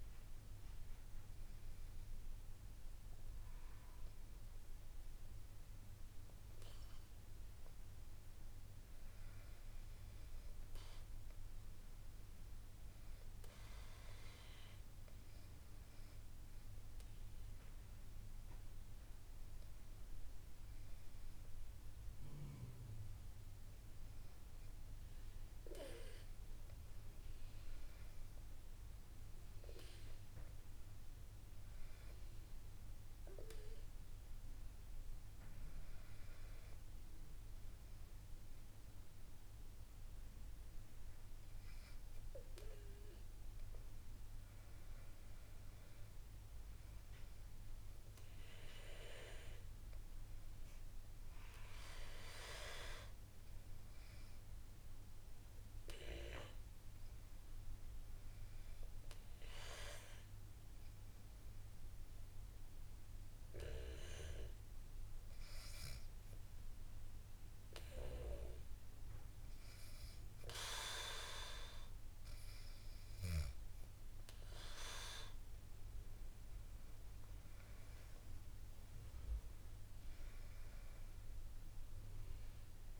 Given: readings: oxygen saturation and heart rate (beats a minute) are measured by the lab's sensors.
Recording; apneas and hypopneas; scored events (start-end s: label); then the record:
breathing in sleep by a room microphone; 1
42.00-46.00 s: arousal
62.00-73.00 s: hypopnea (oxygen 98% before, 96% lowest, heart rate 67 before, 65 extreme, up 5 after)
77.00-83.00 s: arousal
From the record:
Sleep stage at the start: N2 (light sleep); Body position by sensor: on the back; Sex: female